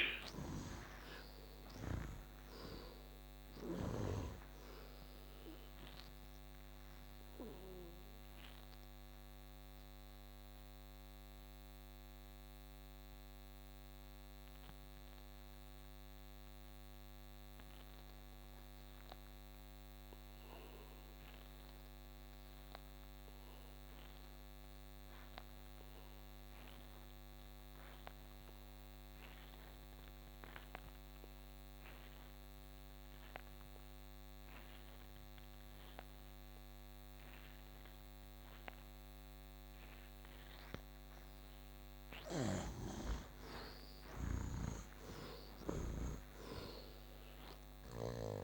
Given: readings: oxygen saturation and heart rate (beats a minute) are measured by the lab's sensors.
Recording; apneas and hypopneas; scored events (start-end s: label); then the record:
breathing in sleep by a microphone on the trachea; 1
0.00-1.50 s: arousal
0.00-3.50 s: snoring (device-marked)
0.00-17.00 s: oxygen desaturation (device-marked, oxygen 54% lowest, heart rate 66 extreme)
4.50-40.00 s: obstructive apnea (oxygen 88% before, 53% lowest, heart rate 78 before, 65 extreme, up 22 after)
42.50-45.50 s: arousal
43.00-48.44 s: oxygen desaturation (device-marked, oxygen 86% before, 55% lowest, heart rate 70 before, 65 extreme)
44.00-48.00 s: snoring (device-marked)
From the record:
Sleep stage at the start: N2 (light sleep); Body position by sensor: on the back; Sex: male